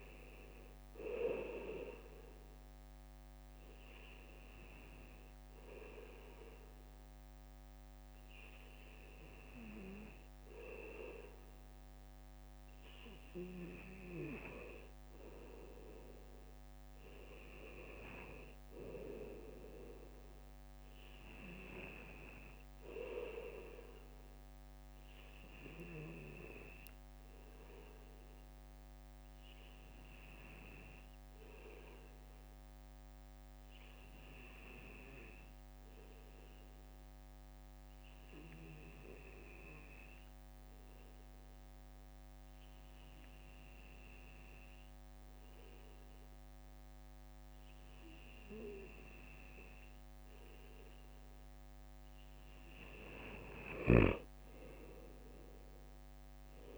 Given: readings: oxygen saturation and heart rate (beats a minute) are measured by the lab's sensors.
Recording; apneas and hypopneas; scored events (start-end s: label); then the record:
breathing in sleep by a microphone on the trachea; 1
0.00-9.00 s: bradycardia (device-marked, heart rate 57 extreme)
25.00-35.00 s: bradycardia (device-marked, heart rate 59 before, 58 extreme)
26.50-29.50 s: arousal
31.50-47.50 s: hypopnea (oxygen 97% before, 96% lowest, heart rate 61 before, 56 extreme, up 3 after)
39.00-52.00 s: bradycardia (device-marked, heart rate 59 before, 57 extreme)
51.50-56.50 s: arousal
From the record:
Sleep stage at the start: N2 (light sleep); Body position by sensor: on the back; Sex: male